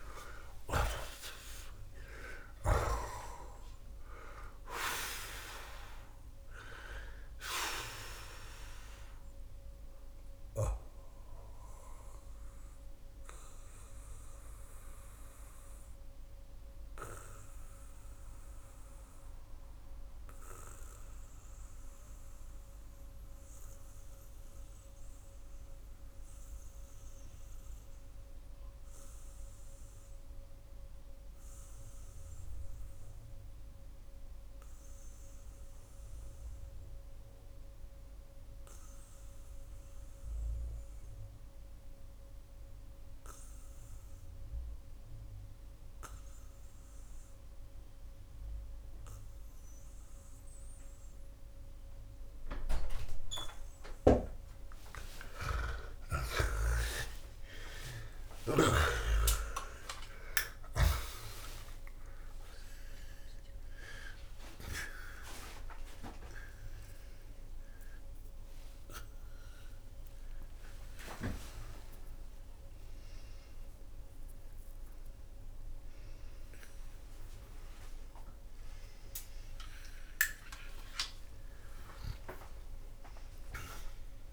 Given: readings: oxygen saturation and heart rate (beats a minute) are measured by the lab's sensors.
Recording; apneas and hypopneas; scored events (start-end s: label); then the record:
breathing in sleep by a room microphone; 2
0.50-18.50 s: oxygen desaturation (device-marked, oxygen 95% before, 90% lowest)
11.00-53.00 s: mixed apnea (oxygen 95% before, 79% lowest)
32.50-50.50 s: oxygen desaturation (device-marked, oxygen 91% before, 79% lowest)
56.00-60.00 s: arousal
65.50-79.00 s: obstructive apnea (oxygen 94% before, 79% lowest)
80.00-83.50 s: arousal
From the record:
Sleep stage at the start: REM sleep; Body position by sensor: on the back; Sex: male